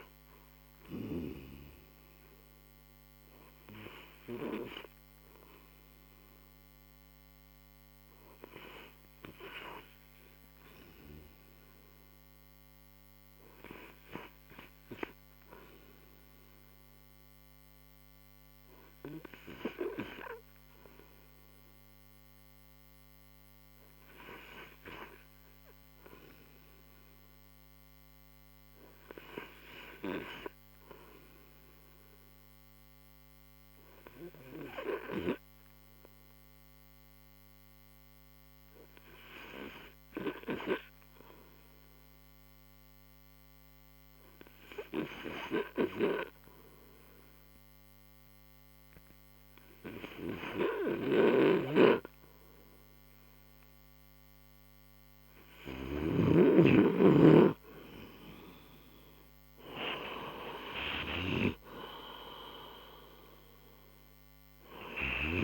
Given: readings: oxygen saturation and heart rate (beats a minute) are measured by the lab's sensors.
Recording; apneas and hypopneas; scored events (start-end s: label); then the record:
breathing in sleep by a microphone on the trachea; 1
0.00-20.00 s: oxygen desaturation (device-marked, oxygen 87% lowest, heart rate 28 extreme)
35.50-53.00 s: hypopnea (oxygen 94% before, 88% lowest, heart rate 71 before, 49 extreme, up 21 after)
53.00-63.00 s: oxygen desaturation (device-marked, oxygen 92% before, 89% lowest, heart rate 68 before, 36 extreme)
56.00-59.50 s: arousal
From the record:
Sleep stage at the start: N2 (light sleep); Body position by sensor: on the right side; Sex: male